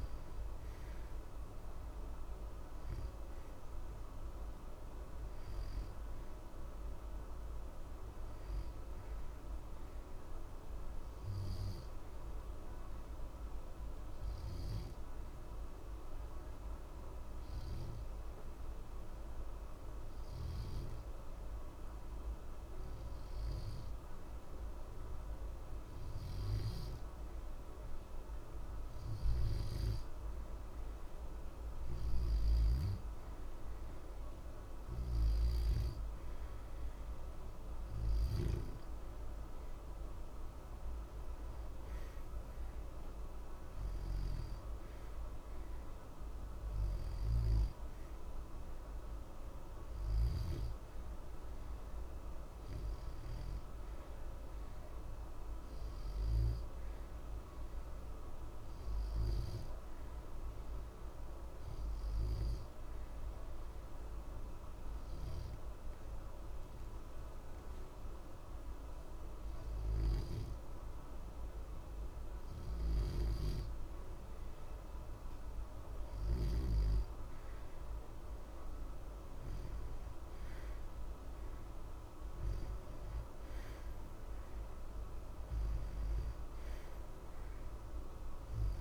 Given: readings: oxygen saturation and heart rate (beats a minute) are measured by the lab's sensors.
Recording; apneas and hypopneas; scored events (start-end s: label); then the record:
breathing in sleep, hard to hear, by a room microphone; 2
9.00-27.50 s: obstructive apnea (oxygen 92% before, 88% lowest, heart rate 60 before, 60 extreme, up 0 after)
10.50-27.50 s: oxygen desaturation (device-marked, oxygen 91% before, 88% lowest, heart rate 60 before, 60 extreme)
29.00-32.50 s: arousal
48.50-65.50 s: oxygen desaturation (device-marked, oxygen 93% before, 89% lowest, heart rate 61 before, 60 extreme)
61.00-74.50 s: obstructive apnea (oxygen 93% before, 88% lowest, heart rate 60 before, 60 extreme, up 0 after)
76.50-80.50 s: arousal
From the record:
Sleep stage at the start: N2 (light sleep); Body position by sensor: on the back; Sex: male